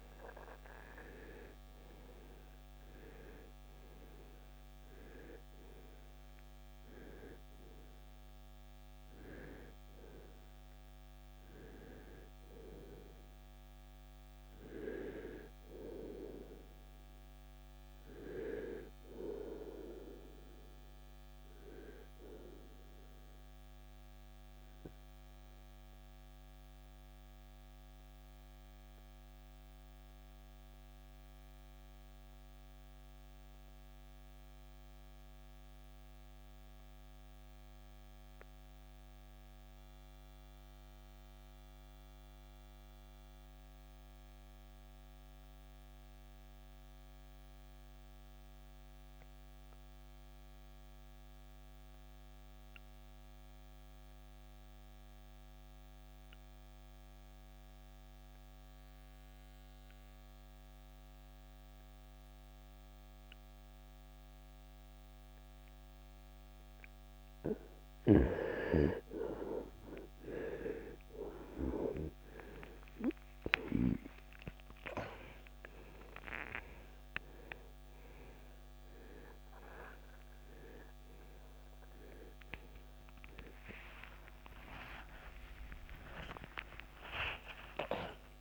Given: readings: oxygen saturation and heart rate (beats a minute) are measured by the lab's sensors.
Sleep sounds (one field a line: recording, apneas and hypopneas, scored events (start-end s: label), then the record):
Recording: a person partly awake in a sleep study, by a microphone on the trachea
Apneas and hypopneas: 1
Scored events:
0.00-37.50 s: oxygen desaturation (device-marked, oxygen 79% lowest, heart rate 49 extreme)
23.50-67.50 s: mixed apnea (oxygen 94% before, 79% lowest, heart rate 78 before, 39 extreme, up 37 after)
61.50-88.41 s: oxygen desaturation (device-marked, oxygen 97% before, 90% lowest, heart rate 56 before, 46 extreme)
64.50-88.41 s: new sleep stage, awake
From the record:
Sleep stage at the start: N2 (light sleep)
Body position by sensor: on the right side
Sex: male